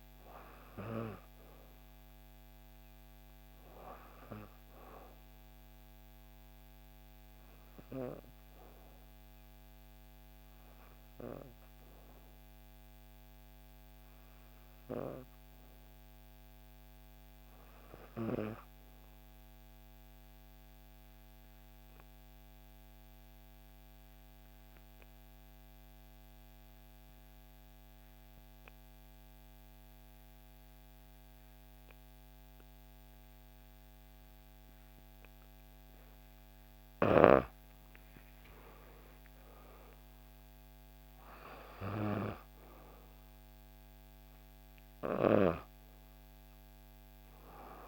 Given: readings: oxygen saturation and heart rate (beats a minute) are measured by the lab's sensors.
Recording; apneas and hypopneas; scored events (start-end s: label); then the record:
breathing in sleep by a microphone on the trachea; 1
0.00-15.00 s: oxygen desaturation (device-marked, oxygen 88% lowest, heart rate 57 extreme)
20.00-36.00 s: obstructive apnea (oxygen 98% before, 90% lowest, heart rate 59 before, 58 extreme, up 4 after)
37.50-42.00 s: arousal
38.00-47.88 s: oxygen desaturation (device-marked, oxygen 96% before, 90% lowest, heart rate 60 before, 57 extreme)
From the record:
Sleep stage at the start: N2 (light sleep); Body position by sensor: on the back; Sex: female